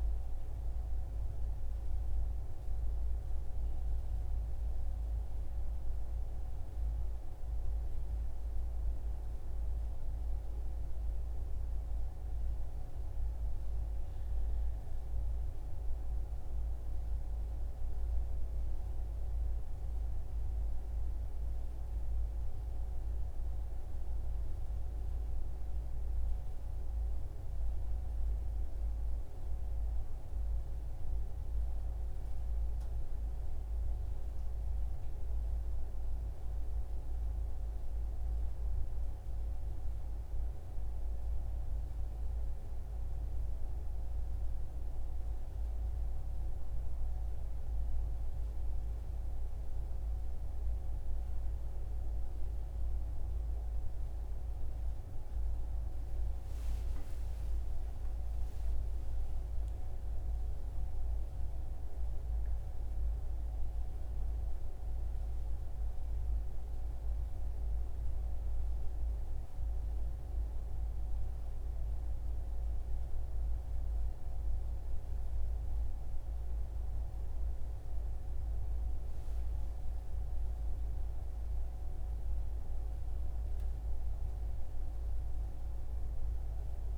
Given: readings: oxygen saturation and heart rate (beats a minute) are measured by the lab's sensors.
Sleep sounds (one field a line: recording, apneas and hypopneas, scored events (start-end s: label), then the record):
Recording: breathing in sleep, hard to hear, by a room microphone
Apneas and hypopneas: none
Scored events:
47.00-86.98 s: new sleep stage, N1 (lightest sleep)
57.00-62.50 s: arousal
From the record:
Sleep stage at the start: N2 (light sleep)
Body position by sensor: on the right side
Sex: male